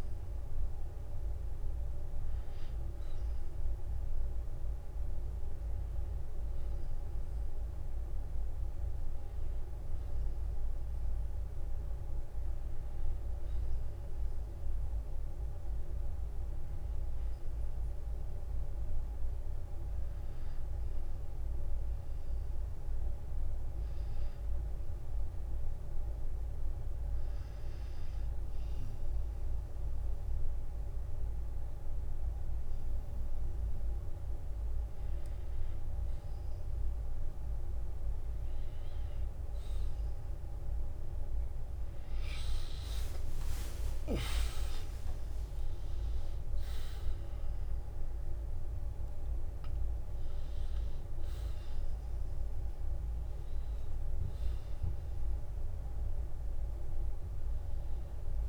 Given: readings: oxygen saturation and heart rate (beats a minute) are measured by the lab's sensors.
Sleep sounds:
breathing in sleep, hard to hear, by a room microphone; 1
6.00-36.00 s: new sleep stage, N2 (light sleep)
18.00-20.00 s: long interval between heartbeats (device-marked, heart rate 55 before, 65 extreme)
20.00-33.50 s: hypopnea (oxygen 93% before, 89% lowest, heart rate 56 before, 43 extreme, up 1 after)
36.00-58.49 s: new sleep stage, N1 (lightest sleep)
39.50-44.00 s: arousal
41.00-56.00 s: oxygen desaturation (device-marked, oxygen 93% before, 89% lowest, heart rate 54 before, 54 extreme)
From the record:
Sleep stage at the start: N1 (lightest sleep); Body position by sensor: on the back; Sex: male

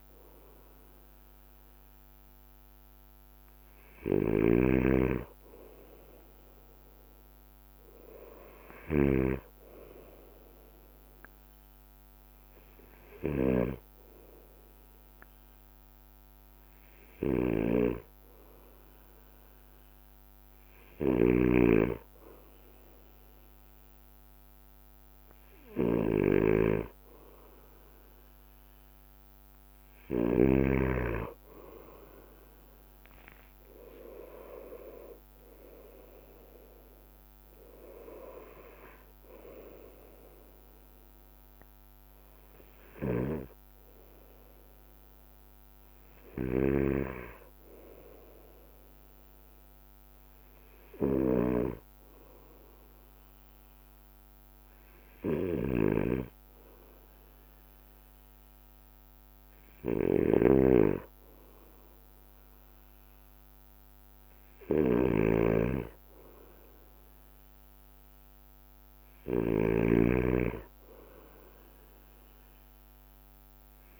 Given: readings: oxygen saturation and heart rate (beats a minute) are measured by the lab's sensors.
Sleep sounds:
breathing in sleep by a microphone on the trachea; none
0.00-30.50 s: bradycardia (device-marked, heart rate 56 extreme)
0.00-31.00 s: snoring (device-marked)
1.50-16.50 s: drop in pulse transit time (device-marked, heart rate 57 before, 56 extreme)
32.00-35.50 s: arousal
33.50-44.50 s: drop in pulse transit time (device-marked, heart rate 57 before, 57 extreme)
34.00-36.00 s: long interval between heartbeats (device-marked, heart rate 57 before, 68 extreme)
36.50-73.99 s: bradycardia (device-marked, heart rate 57 before, 56 extreme)
43.00-73.99 s: snoring (device-marked)
From the record:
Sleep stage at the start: N2 (light sleep); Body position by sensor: on the right side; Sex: male

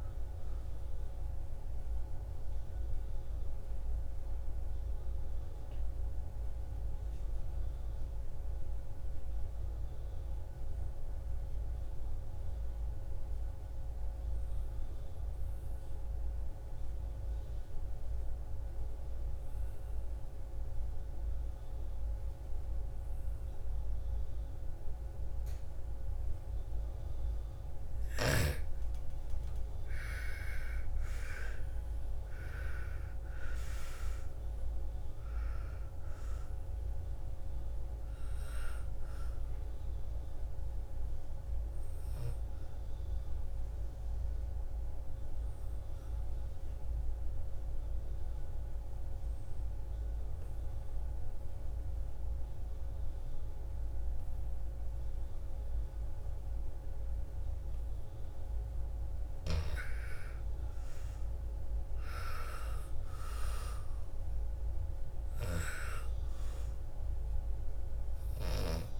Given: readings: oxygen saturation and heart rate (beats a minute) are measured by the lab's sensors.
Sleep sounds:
breathing in sleep by a room microphone; 2
0.00-17.00 s: oxygen desaturation (device-marked, oxygen 85% lowest, heart rate 56 extreme)
5.00-26.50 s: obstructive apnea (oxygen 99% before, 85% lowest, heart rate 65 before, 56 extreme, up 13 after)
28.50-32.50 s: arousal
29.00-51.00 s: oxygen desaturation (device-marked, oxygen 99% before, 85% lowest, heart rate 58 before, 58 extreme)
42.00-57.50 s: obstructive apnea (oxygen 99% before, 80% lowest, heart rate 63 before, 56 extreme, up 9 after)
58.50-63.00 s: arousal
66.00-69.00 s: oxygen desaturation (device-marked, oxygen 98% before, 90% lowest, heart rate 60 before, 55 extreme)
From the record:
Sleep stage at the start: N2 (light sleep); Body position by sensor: on the back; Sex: female

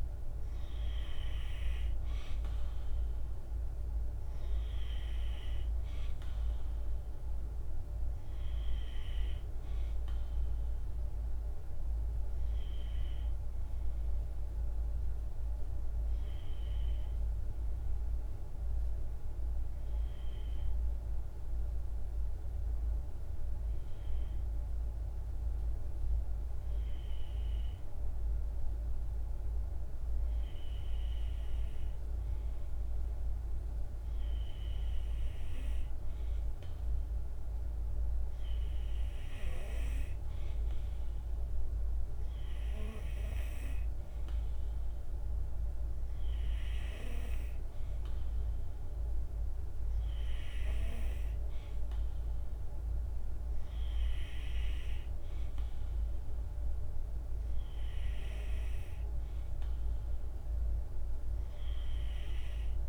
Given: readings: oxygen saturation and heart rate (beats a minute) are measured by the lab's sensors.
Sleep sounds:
breathing in sleep by a room microphone; none
0.00-8.00 s: oxygen desaturation (device-marked, oxygen 93% lowest, heart rate 53 extreme)
35.00-56.00 s: oxygen desaturation (device-marked, oxygen 97% before, 93% lowest, heart rate 54 before, 52 extreme)
From the record:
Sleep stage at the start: N2 (light sleep); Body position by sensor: on the right side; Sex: male

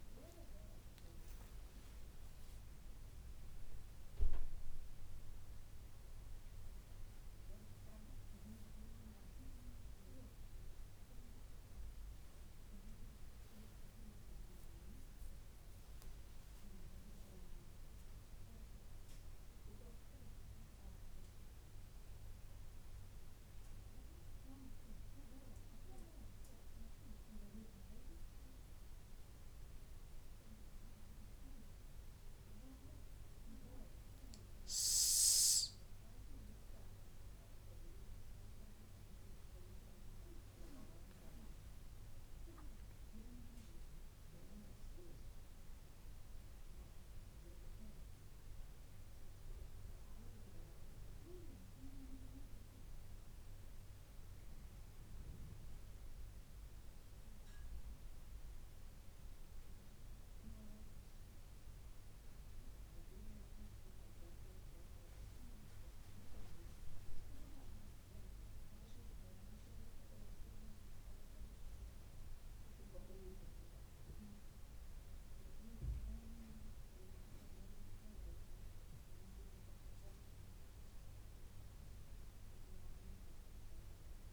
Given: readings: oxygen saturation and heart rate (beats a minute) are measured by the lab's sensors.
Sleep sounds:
a person awake in a sleep study, by a room microphone; none
51.00-84.33 s: new sleep stage, N1 (lightest sleep)
From the record:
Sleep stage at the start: awake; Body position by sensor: on the back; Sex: female

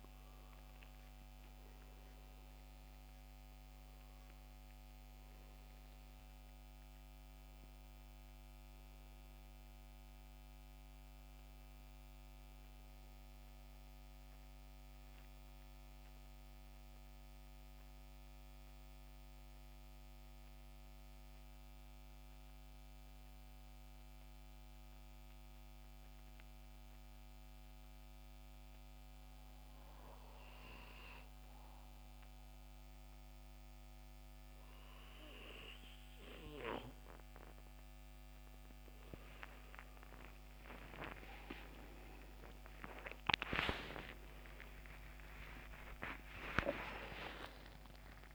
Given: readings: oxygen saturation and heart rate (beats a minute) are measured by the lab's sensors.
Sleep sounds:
breathing in sleep by a microphone on the trachea; 1
14.00-37.50 s: mixed apnea (oxygen 88% before, 83% lowest, heart rate 80 before, 65 extreme, up 26 after)
40.50-46.00 s: arousal
41.50-48.35 s: oxygen desaturation (device-marked, oxygen 96% before, 89% lowest, heart rate 68 before, 67 extreme)
From the record:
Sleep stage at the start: N2 (light sleep); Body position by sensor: on the back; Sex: male

